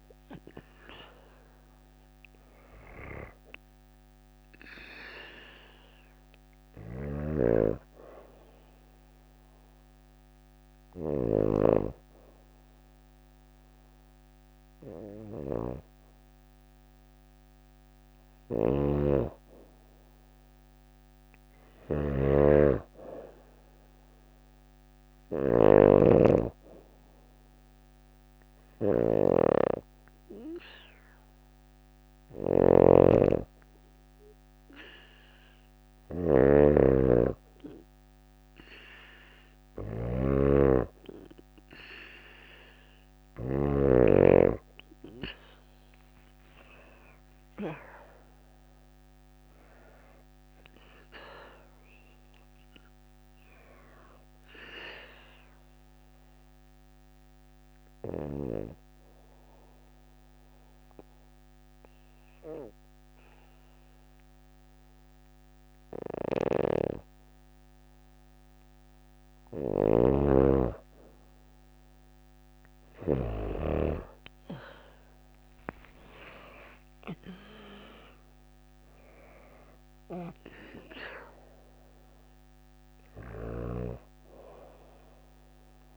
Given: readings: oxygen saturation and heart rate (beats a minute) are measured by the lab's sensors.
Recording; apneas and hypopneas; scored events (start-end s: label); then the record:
breathing in sleep by a microphone on the trachea; 2
0.00-19.00 s: oxygen desaturation (device-marked, oxygen 96% before, 93% lowest, heart rate 58 before, 57 extreme)
6.00-43.00 s: snoring (device-marked)
6.50-18.50 s: hypopnea (oxygen 96% before, 93% lowest, heart rate 59 before, 57 extreme, up 3 after)
20.00-23.50 s: arousal
48.00-52.00 s: arousal
55.50-67.00 s: obstructive apnea (oxygen 96% before, 91% lowest, heart rate 60 before, 56 extreme, up 13 after)
65.50-72.50 s: snoring (device-marked)
74.50-79.50 s: arousal
75.00-85.97 s: oxygen desaturation (device-marked, oxygen 97% before, 91% lowest, heart rate 58 before, 56 extreme)
82.50-85.97 s: snoring (device-marked)
From the record:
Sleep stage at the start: N2 (light sleep); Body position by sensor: on the back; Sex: female